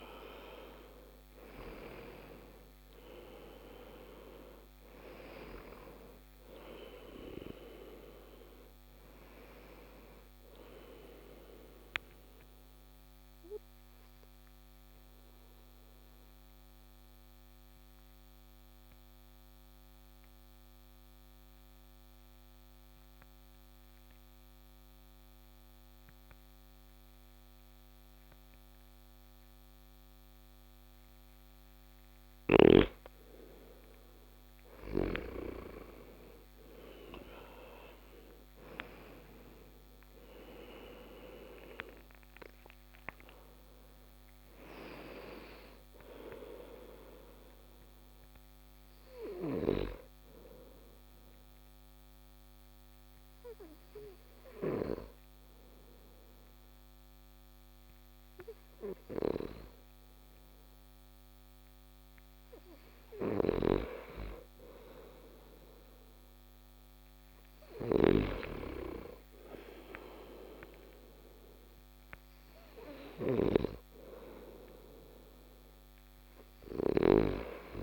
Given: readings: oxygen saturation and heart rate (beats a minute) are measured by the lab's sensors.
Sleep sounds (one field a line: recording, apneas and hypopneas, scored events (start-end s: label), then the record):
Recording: breathing in sleep by a microphone on the trachea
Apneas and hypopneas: 2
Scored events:
5.50-29.50 s: oxygen desaturation (device-marked, oxygen 97% before, 93% lowest)
12.00-32.00 s: mixed apnea (oxygen 97% before, 92% lowest)
36.00-41.00 s: arousal
50.00-62.50 s: obstructive apnea (oxygen 98% before, 92% lowest)
54.50-67.50 s: oxygen desaturation (device-marked, oxygen 95% before, 92% lowest)
62.50-67.50 s: snoring (device-marked)
67.50-71.50 s: arousal
From the record:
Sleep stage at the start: N2 (light sleep)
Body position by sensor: on the back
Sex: male